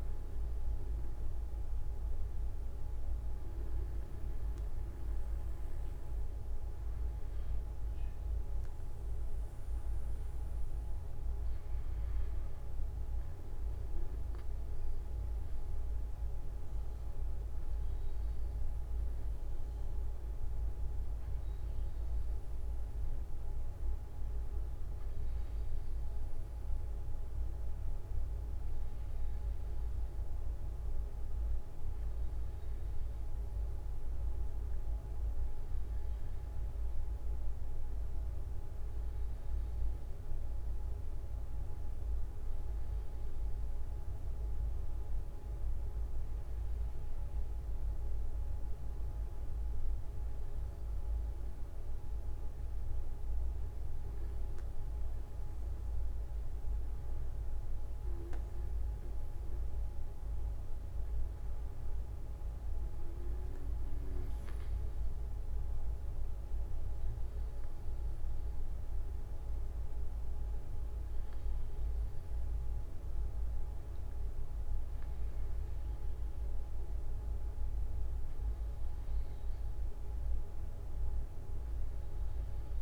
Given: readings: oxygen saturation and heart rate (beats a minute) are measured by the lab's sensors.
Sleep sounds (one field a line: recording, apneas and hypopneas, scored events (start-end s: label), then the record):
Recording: breathing in sleep, hard to hear, by a room microphone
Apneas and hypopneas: none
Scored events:
1.50-3.50 s: long interval between heartbeats (device-marked)
7.00-9.00 s: long interval between heartbeats (device-marked)
26.50-28.50 s: long interval between heartbeats (device-marked)
40.50-42.50 s: long interval between heartbeats (device-marked)
48.00-50.00 s: long interval between heartbeats (device-marked)
57.50-59.50 s: long interval between heartbeats (device-marked)
75.50-80.00 s: arousal
From the record:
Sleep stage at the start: REM sleep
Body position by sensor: on the back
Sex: male